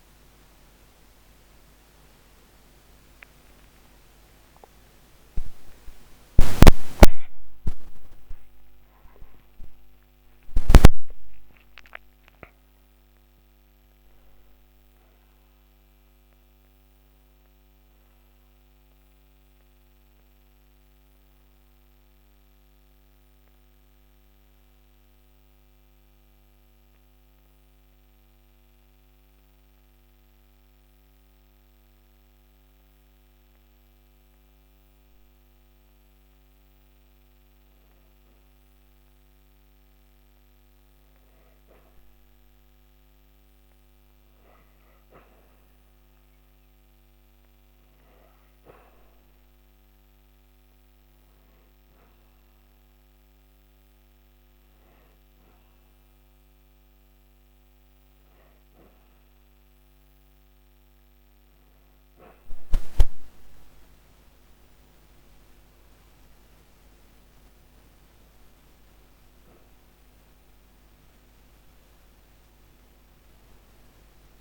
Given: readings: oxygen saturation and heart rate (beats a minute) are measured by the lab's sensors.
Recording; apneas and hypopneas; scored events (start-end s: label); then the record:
a person partly awake in a sleep study, by a microphone on the trachea; 1
25.00-39.50 s: hypopnea (oxygen 97% before, 96% lowest, heart rate 161 before, 144 extreme, up 26 after)
25.00-74.41 s: new sleep stage, N1 (lightest sleep)
42.00-45.50 s: arousal
70.00-74.00 s: arousal
From the record:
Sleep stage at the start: awake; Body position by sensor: on the back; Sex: female